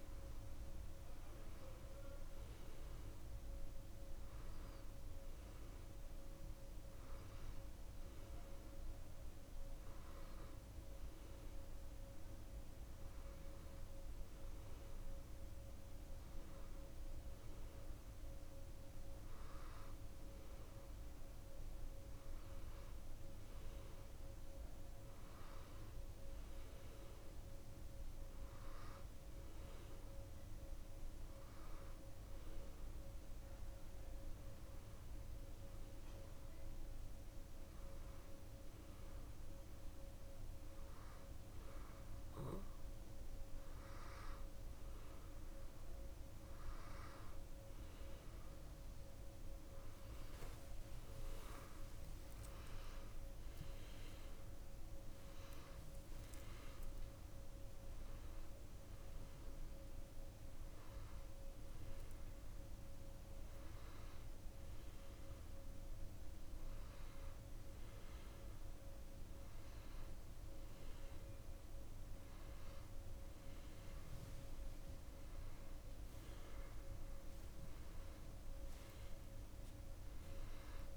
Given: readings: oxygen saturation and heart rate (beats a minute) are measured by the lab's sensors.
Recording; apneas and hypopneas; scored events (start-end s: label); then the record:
breathing in sleep, hard to hear, by a room microphone; none
13.00-17.50 s: arousal
53.50-57.50 s: arousal
54.00-80.97 s: new sleep stage, N1 (lightest sleep)
From the record:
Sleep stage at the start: N2 (light sleep); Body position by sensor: on the back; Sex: female